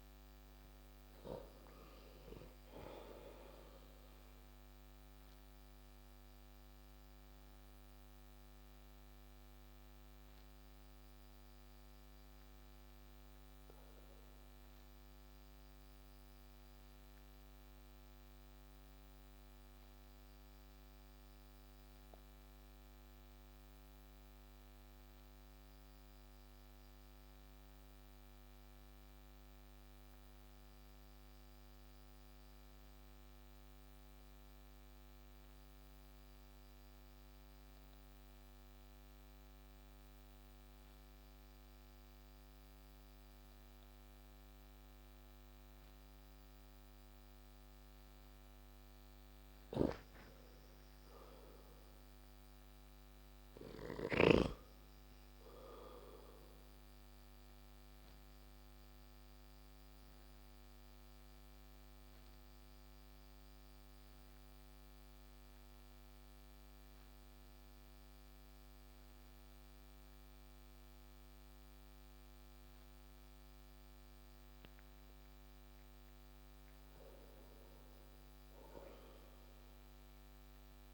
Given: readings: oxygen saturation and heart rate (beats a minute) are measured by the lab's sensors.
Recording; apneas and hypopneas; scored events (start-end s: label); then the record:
breathing in sleep, hard to hear, by a microphone on the trachea; 2
7.50-46.50 s: obstructive apnea (oxygen 98% before, 88% lowest)
16.00-33.00 s: oxygen desaturation (device-marked, oxygen 95% before, 91% lowest)
50.00-53.50 s: arousal
58.50-74.50 s: obstructive apnea (oxygen 97% before, 88% lowest)
76.00-79.50 s: arousal
76.00-80.94 s: oxygen desaturation (device-marked, oxygen 92% before, 88% lowest)
From the record:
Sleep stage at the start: N2 (light sleep); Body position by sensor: on the back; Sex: male